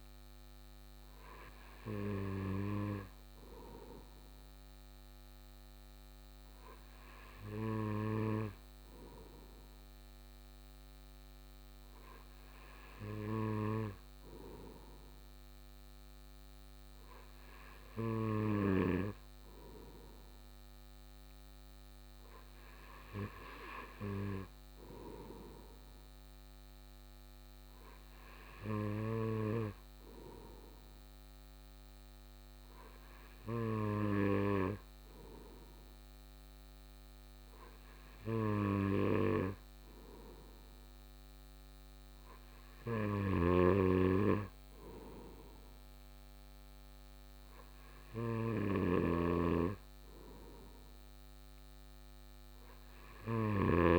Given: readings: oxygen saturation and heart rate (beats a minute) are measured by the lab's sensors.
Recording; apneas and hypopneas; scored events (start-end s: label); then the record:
breathing in sleep by a microphone on the trachea; none
48.50-53.50 s: snoring (device-marked)
From the record:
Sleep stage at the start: N2 (light sleep); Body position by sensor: on the right side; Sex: male